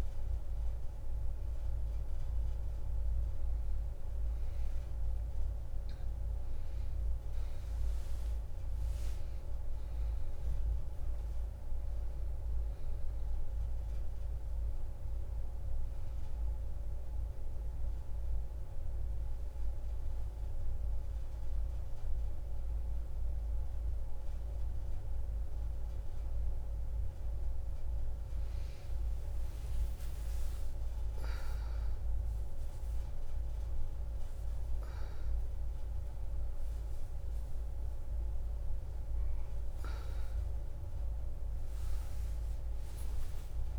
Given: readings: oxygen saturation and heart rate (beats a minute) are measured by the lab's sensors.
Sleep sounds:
a person awake in a sleep study, hard to hear, by a room microphone; none
none scored
From the record:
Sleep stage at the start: awake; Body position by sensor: on the back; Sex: female

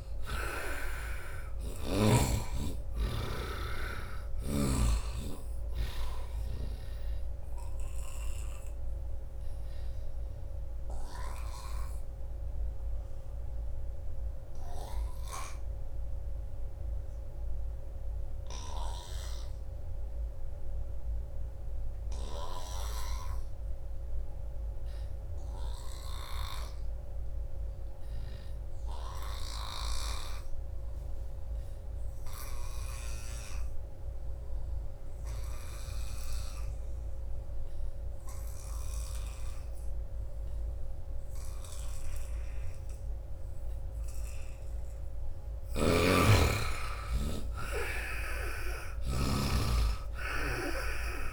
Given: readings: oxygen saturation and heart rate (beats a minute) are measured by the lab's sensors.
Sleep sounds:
breathing in sleep by a room microphone; 1
0.00-2.00 s: snoring (device-marked)
0.00-14.50 s: oxygen desaturation (device-marked, oxygen 79% lowest, heart rate 75 extreme)
7.50-9.50 s: long interval between heartbeats (device-marked, heart rate 82 before, 99 extreme)
8.00-44.00 s: obstructive apnea (oxygen 96% before, 75% lowest, heart rate 82 before, 71 extreme, up 14 after)
30.50-51.33 s: oxygen desaturation (device-marked, oxygen 98% before, 75% lowest, heart rate 85 before, 71 extreme)
45.50-51.33 s: snoring (device-marked)
46.50-51.00 s: arousal
From the record:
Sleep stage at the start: N2 (light sleep); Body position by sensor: on the right side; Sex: male

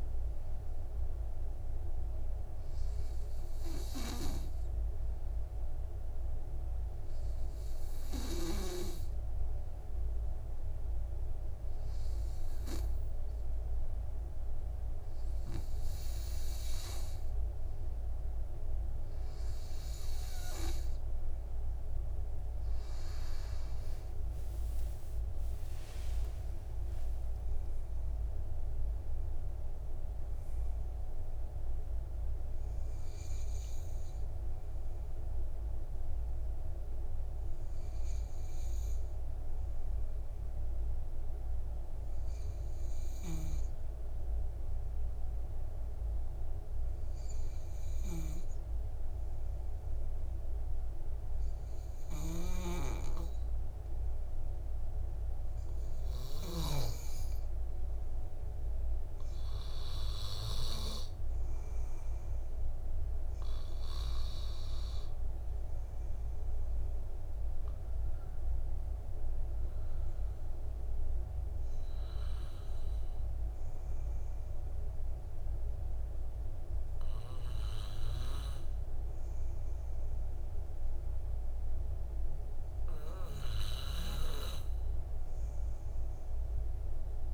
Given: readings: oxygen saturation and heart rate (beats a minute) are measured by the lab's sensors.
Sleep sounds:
breathing in sleep by a room microphone; none
22.50-29.50 s: oxygen desaturation (device-marked, oxygen 95% before, 92% lowest, heart rate 58 before, 49 extreme)
25.50-30.00 s: arousal
From the record:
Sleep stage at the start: N2 (light sleep); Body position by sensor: on the back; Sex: male

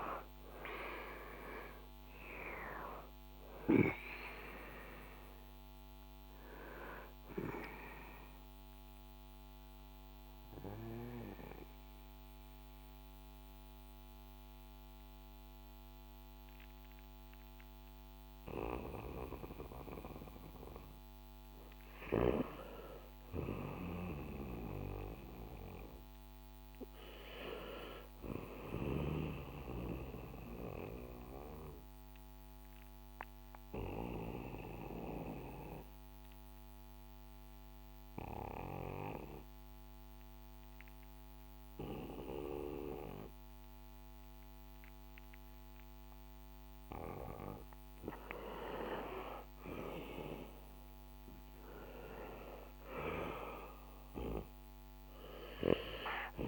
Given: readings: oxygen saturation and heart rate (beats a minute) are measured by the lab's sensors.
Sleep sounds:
breathing in sleep by a microphone on the trachea; 2
0.00-5.00 s: oxygen desaturation (device-marked, oxygen 81% lowest, heart rate 50 extreme)
7.00-23.00 s: oxygen desaturation (device-marked, oxygen 83% before, 77% lowest, heart rate 74 before, 66 extreme)
8.00-20.00 s: mixed apnea (oxygen 90% before, 77% lowest, heart rate 76 before, 66 extreme, up 4 after)
22.50-26.00 s: arousal
29.50-45.00 s: mixed apnea (oxygen 99% before, 91% lowest, heart rate 72 before, 66 extreme, up 4 after)
47.50-51.50 s: arousal
53.00-56.48 s: oxygen desaturation (device-marked, oxygen 97% before, 91% lowest, heart rate 68 before, 56 extreme)
From the record:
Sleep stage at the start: REM sleep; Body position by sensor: on the back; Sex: male

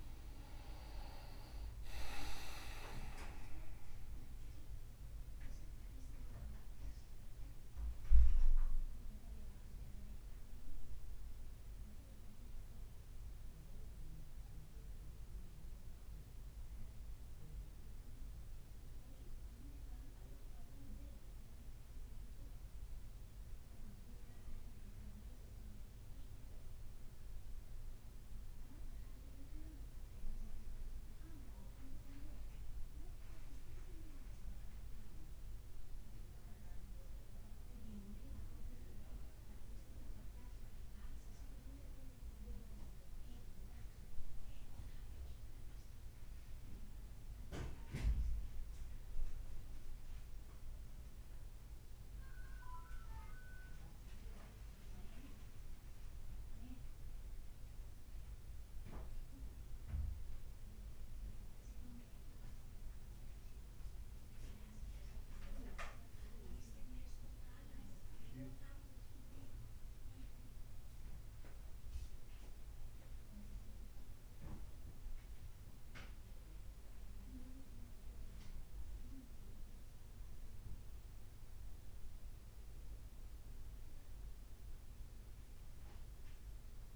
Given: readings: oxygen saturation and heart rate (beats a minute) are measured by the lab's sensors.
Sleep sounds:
breathing in sleep by a room microphone; none
83.50-86.96 s: new sleep stage, awake
From the record:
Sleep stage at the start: N1 (lightest sleep); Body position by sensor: on the back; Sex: male

